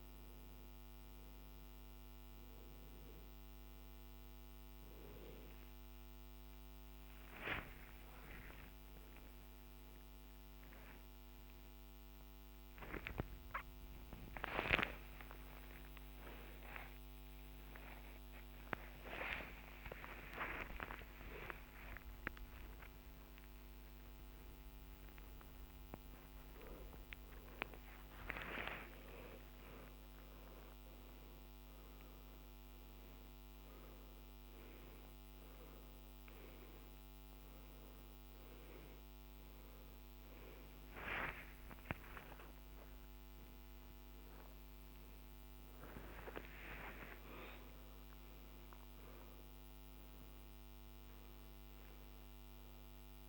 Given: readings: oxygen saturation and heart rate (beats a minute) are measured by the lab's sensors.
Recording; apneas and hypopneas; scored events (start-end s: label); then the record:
a person awake in a sleep study, by a microphone on the trachea; none
17.50-23.50 s: tachycardia (device-marked, heart rate 65 before, 122 extreme)
From the record:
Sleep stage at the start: awake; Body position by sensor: on the back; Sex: male